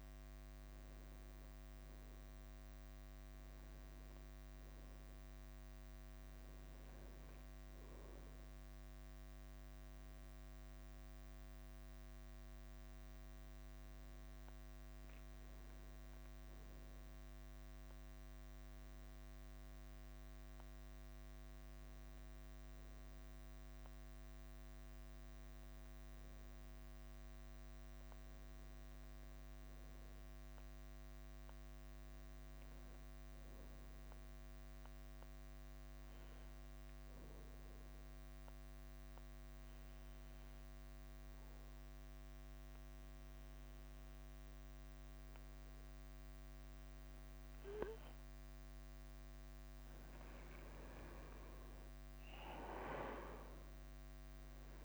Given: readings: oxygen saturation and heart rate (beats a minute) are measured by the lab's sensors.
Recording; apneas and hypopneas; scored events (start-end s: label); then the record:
breathing in sleep, hard to hear, by a microphone on the trachea; 1
0.00-54.85 s: bradycardia (device-marked, heart rate 48 extreme)
37.00-48.50 s: obstructive apnea (oxygen 98% before, 92% lowest, heart rate 53 before, 48 extreme, up 2 after)
43.00-45.00 s: long interval between heartbeats (device-marked, heart rate 52 before, 59 extreme)
47.50-54.85 s: oxygen desaturation (device-marked, oxygen 97% before, 92% lowest, heart rate 54 before, 46 extreme)
51.00-54.85 s: arousal
From the record:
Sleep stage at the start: N2 (light sleep); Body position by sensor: upright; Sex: male